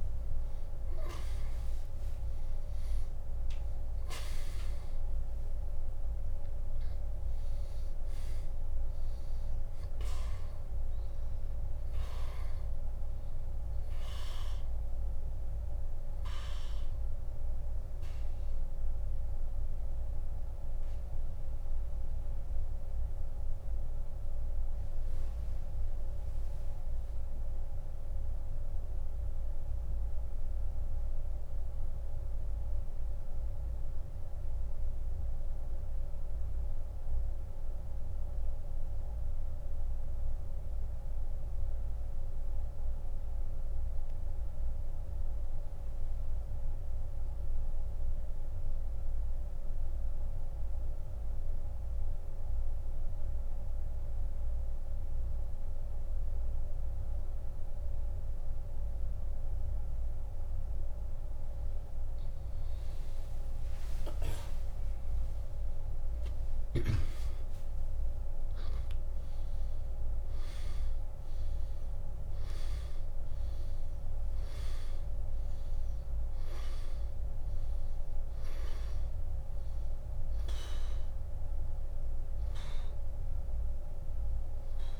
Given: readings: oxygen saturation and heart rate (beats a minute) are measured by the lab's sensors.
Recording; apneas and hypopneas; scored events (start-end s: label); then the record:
breathing in sleep, hard to hear, by a room microphone; 1
0.00-2.00 s: arousal
3.50-55.50 s: oxygen desaturation (device-marked, oxygen 97% before, 85% lowest)
18.50-60.50 s: mixed apnea (oxygen 97% before, 84% lowest)
64.00-68.00 s: arousal
73.50-85.00 s: oxygen desaturation (device-marked, oxygen 97% before, 84% lowest)
From the record:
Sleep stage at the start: N2 (light sleep); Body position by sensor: on the back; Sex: male